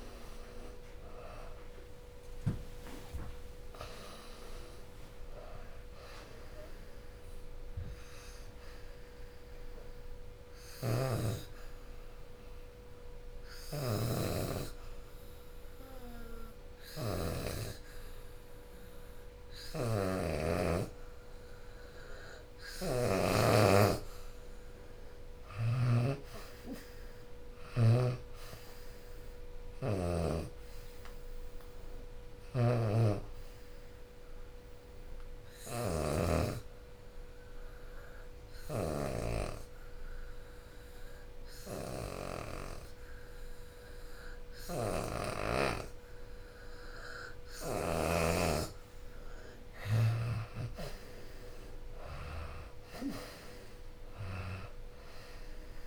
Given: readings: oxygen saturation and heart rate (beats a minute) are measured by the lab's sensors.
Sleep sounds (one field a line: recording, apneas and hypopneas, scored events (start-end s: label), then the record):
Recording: breathing in sleep by a room microphone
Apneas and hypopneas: 2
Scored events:
0.00-1.50 s: arousal
0.00-9.00 s: drop in pulse transit time (device-marked, heart rate 81 extreme)
0.00-18.00 s: oxygen desaturation (device-marked, oxygen 83% lowest, heart rate 66 extreme)
11.50-23.00 s: hypopnea (oxygen 92% before, 83% lowest, heart rate 86 before, 66 extreme, up 8 after)
24.00-35.00 s: drop in pulse transit time (device-marked, heart rate 89 before, 82 extreme)
25.50-30.00 s: arousal
29.00-44.00 s: oxygen desaturation (device-marked, oxygen 94% before, 87% lowest, heart rate 87 before, 66 extreme)
37.50-48.50 s: obstructive apnea (oxygen 94% before, 83% lowest, heart rate 84 before, 71 extreme, up 24 after)
49.00-55.87 s: drop in pulse transit time (device-marked, heart rate 75 before, 73 extreme)
49.50-53.50 s: arousal
50.00-55.87 s: oxygen desaturation (device-marked, oxygen 91% before, 84% lowest, heart rate 74 before, 72 extreme)
From the record:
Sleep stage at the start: N2 (light sleep)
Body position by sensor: on the back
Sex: female